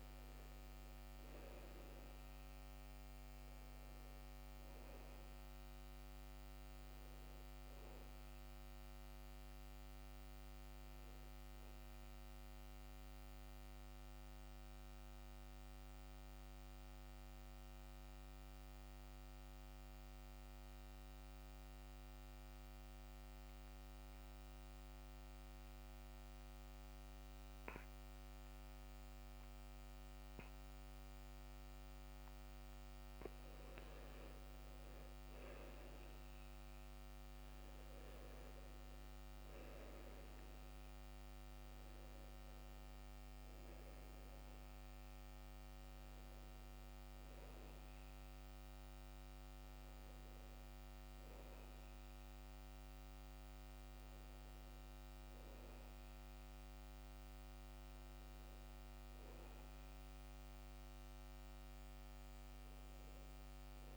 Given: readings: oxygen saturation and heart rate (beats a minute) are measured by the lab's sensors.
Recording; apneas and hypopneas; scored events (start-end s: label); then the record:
breathing in sleep, hard to hear, by a microphone on the trachea; 1
0.00-1.00 s: arousal
1.50-25.50 s: oxygen desaturation (device-marked, oxygen 97% before, 92% lowest, heart rate 65 before, 66 extreme)
13.00-33.50 s: obstructive apnea (oxygen 98% before, 88% lowest, heart rate 70 before, 65 extreme, up 9 after)
35.00-39.50 s: arousal
37.50-63.97 s: oxygen desaturation (device-marked, oxygen 97% before, 88% lowest, heart rate 68 before, 61 extreme)
From the record:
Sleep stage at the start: N2 (light sleep); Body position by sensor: on the back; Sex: male